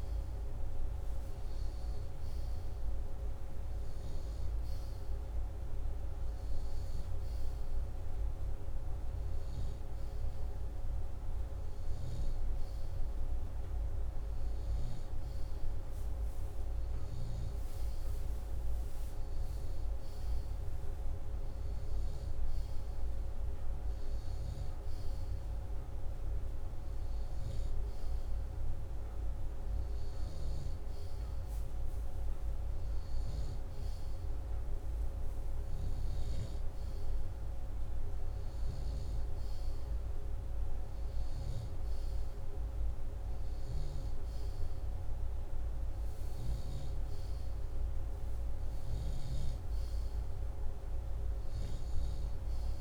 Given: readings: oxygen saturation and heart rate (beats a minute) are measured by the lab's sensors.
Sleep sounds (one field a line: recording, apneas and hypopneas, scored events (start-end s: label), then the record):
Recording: breathing in sleep, hard to hear, by a room microphone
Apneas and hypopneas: none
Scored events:
none scored
From the record:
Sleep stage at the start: N2 (light sleep)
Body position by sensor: upright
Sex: male